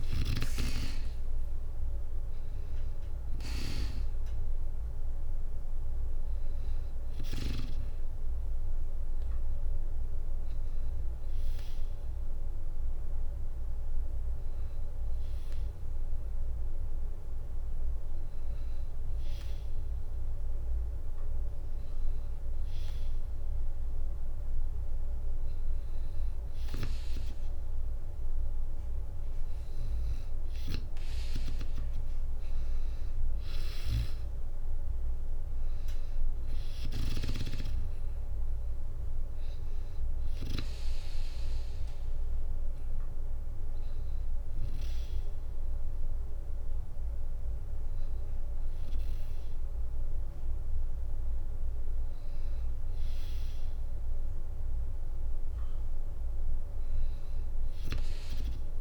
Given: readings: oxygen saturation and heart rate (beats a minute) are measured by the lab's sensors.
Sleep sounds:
breathing in sleep by a room microphone; 1
0.00-12.50 s: drop in pulse transit time (device-marked, heart rate 61 extreme)
33.00-36.00 s: arousal
33.50-46.50 s: drop in pulse transit time (device-marked, heart rate 61 before, 60 extreme)
38.50-49.50 s: hypopnea (oxygen 97% before, 93% lowest, heart rate 63 before, 58 extreme, up 0 after)
45.50-56.50 s: bradycardia (device-marked, heart rate 63 before, 58 extreme)
53.50-57.00 s: arousal
From the record:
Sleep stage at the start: N2 (light sleep); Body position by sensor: on the back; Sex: female

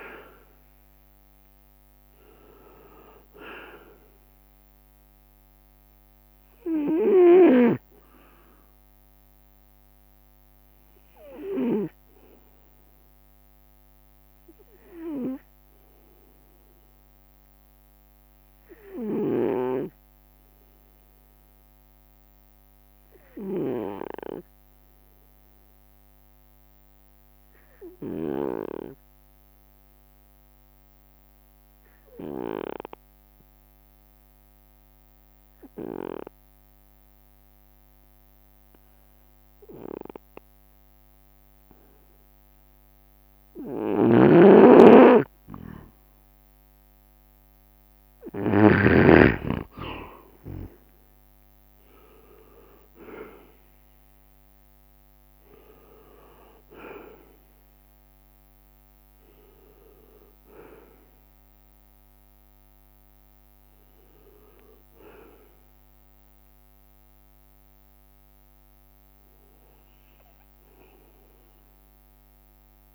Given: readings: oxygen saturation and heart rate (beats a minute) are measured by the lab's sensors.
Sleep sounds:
breathing in sleep by a microphone on the trachea; 1
0.00-1.00 s: leg movement (device-marked)
0.00-9.00 s: drop in pulse transit time (device-marked, heart rate 66 extreme)
0.00-21.00 s: oxygen desaturation (device-marked, oxygen 91% lowest, heart rate 63 extreme)
8.00-12.50 s: snoring (device-marked)
13.50-44.00 s: obstructive apnea (oxygen 98% before, 91% lowest, heart rate 68 before, 63 extreme, up 2 after)
40.00-72.95 s: oxygen desaturation (device-marked, oxygen 98% before, 91% lowest, heart rate 65 before, 63 extreme)
44.00-49.00 s: snoring (device-marked)
48.00-51.00 s: leg movement (device-marked)
49.00-66.00 s: drop in pulse transit time (device-marked, heart rate 66 before, 66 extreme)
50.00-54.50 s: arousal
51.50-55.50 s: leg movement (device-marked)
From the record:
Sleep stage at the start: N2 (light sleep); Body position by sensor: on the right side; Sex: male

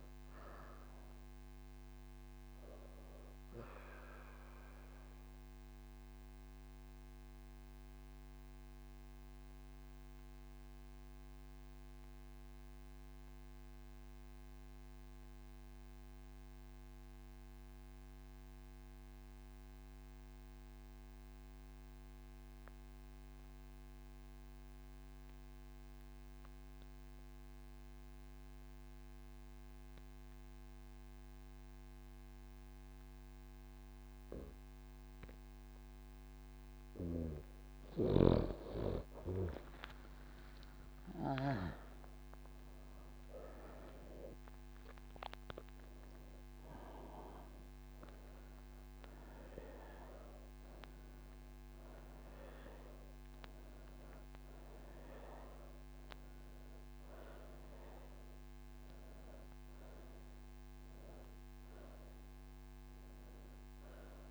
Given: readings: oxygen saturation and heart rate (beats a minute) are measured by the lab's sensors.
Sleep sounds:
breathing in sleep by a microphone on the trachea; none
1.00-18.00 s: oxygen desaturation (device-marked, oxygen 92% before, 88% lowest)
2.00-64.31 s: new sleep stage, N3 (deep sleep)
35.00-41.00 s: oxygen desaturation (device-marked, oxygen 99% before, 95% lowest)
From the record:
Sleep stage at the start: N1 (lightest sleep); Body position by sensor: on the right side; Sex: female

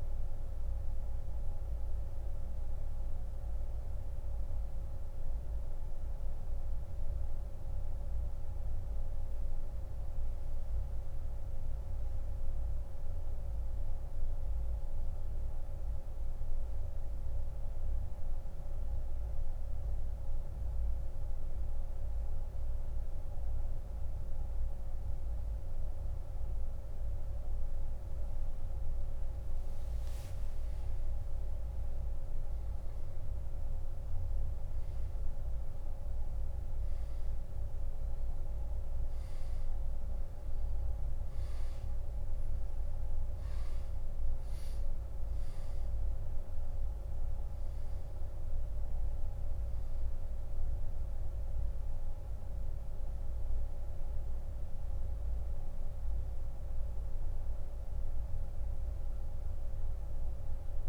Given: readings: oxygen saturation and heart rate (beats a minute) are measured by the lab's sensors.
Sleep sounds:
breathing in sleep, hard to hear, by a room microphone; 1
0.00-28.50 s: oxygen desaturation (device-marked, oxygen 90% lowest)
7.50-28.50 s: central apnea (oxygen 98% before, 86% lowest)
30.50-35.00 s: arousal
54.50-60.89 s: oxygen desaturation (device-marked, oxygen 93% before, 86% lowest, heart rate 63 before, 40 extreme)
From the record:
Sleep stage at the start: N2 (light sleep); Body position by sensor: on the back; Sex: male

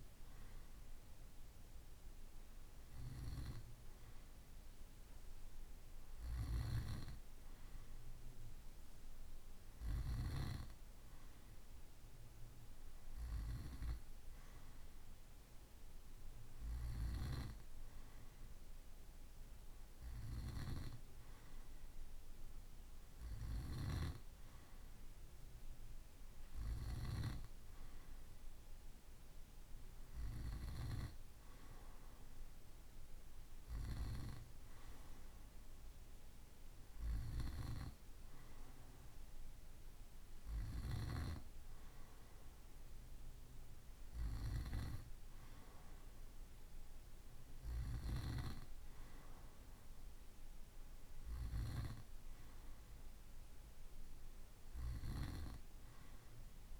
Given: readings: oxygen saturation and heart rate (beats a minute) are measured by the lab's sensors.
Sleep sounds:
breathing in sleep by a room microphone; none
none scored
From the record:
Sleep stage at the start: N2 (light sleep); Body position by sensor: on the right side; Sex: male

